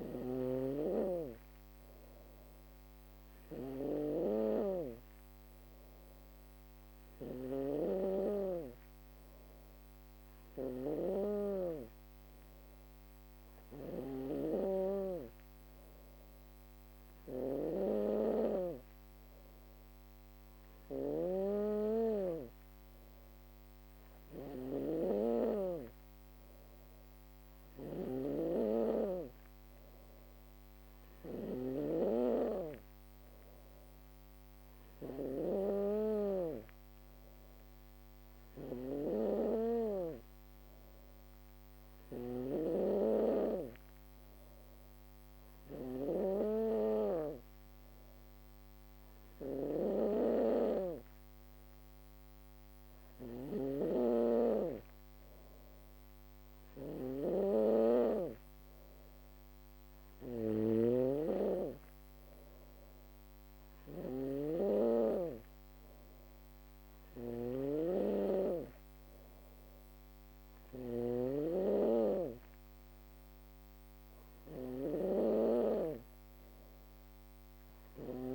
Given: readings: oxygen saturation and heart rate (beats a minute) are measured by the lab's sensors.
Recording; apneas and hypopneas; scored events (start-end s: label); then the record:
breathing in sleep by a microphone on the trachea; none
6.00-13.00 s: snoring (device-marked)
23.00-78.35 s: snoring (device-marked)
From the record:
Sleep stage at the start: N2 (light sleep); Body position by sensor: on the back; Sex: female